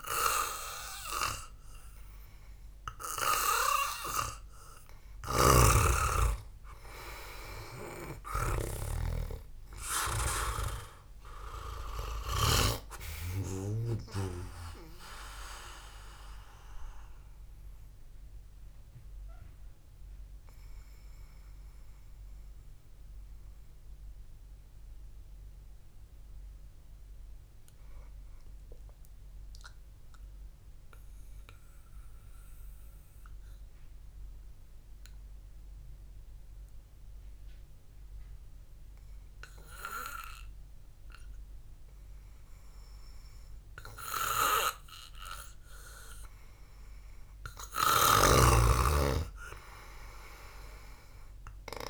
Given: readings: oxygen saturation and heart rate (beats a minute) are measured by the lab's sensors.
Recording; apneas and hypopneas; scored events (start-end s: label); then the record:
breathing in sleep by a room microphone; 1
5.50-13.00 s: snoring (device-marked)
8.00-25.00 s: oxygen desaturation (device-marked, oxygen 95% before, 92% lowest, heart rate 56 before, 58 extreme)
22.00-43.50 s: mixed apnea (oxygen 96% before, 92% lowest, heart rate 60 before, 53 extreme, up 0 after)
46.00-49.50 s: arousal
48.50-51.89 s: snoring (device-marked)
From the record:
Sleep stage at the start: N2 (light sleep); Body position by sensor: on the back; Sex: male